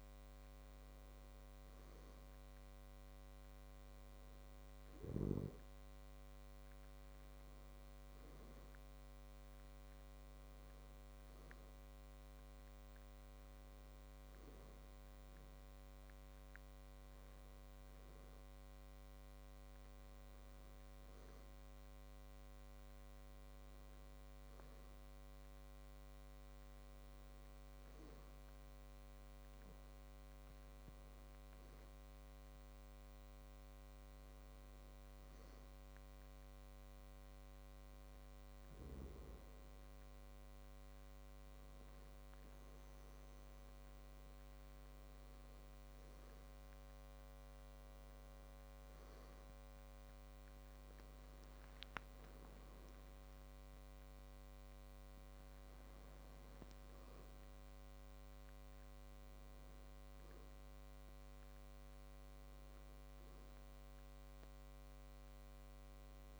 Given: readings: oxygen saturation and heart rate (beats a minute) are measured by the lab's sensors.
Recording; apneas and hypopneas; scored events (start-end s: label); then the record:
breathing in sleep, hard to hear, by a microphone on the trachea; none
51.50-56.00 s: arousal
From the record:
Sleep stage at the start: N2 (light sleep); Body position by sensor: on the back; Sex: male